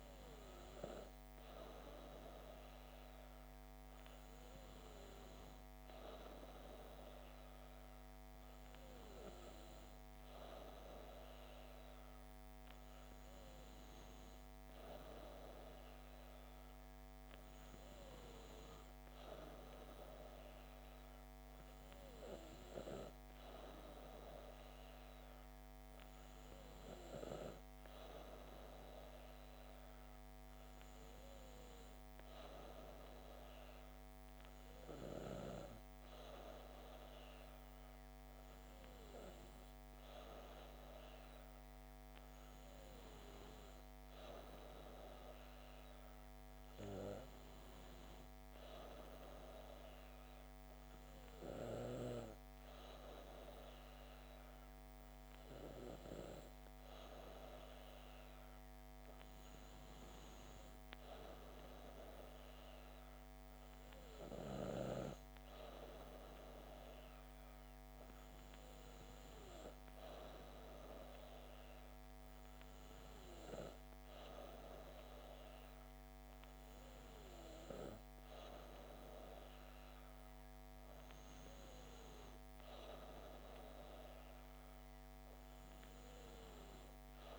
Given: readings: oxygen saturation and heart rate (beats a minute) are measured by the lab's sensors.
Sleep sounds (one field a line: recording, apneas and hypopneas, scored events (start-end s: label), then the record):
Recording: breathing in sleep by a microphone on the trachea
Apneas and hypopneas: none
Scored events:
none scored
From the record:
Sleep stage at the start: N2 (light sleep)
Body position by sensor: on the back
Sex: female